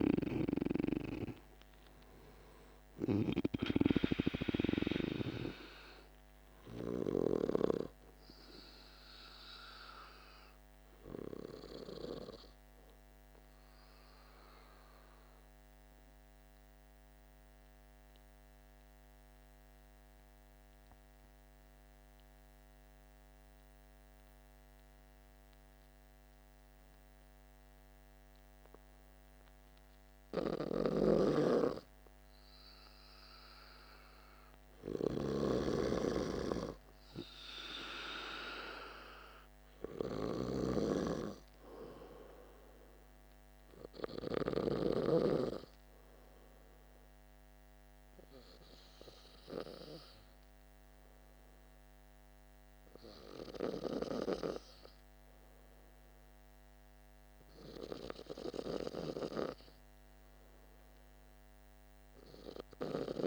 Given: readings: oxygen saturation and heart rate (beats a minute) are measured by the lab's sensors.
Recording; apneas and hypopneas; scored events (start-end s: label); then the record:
breathing in sleep by a microphone on the trachea; 1
16.50-29.50 s: obstructive apnea (oxygen 96% before, 93% lowest, heart rate 57 before, 49 extreme, up 2 after)
30.50-44.50 s: snoring (device-marked)
31.00-34.00 s: arousal
34.00-55.00 s: oxygen desaturation (device-marked, oxygen 99% before, 93% lowest, heart rate 50 before, 50 extreme)
From the record:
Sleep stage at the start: N2 (light sleep); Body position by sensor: on the back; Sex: male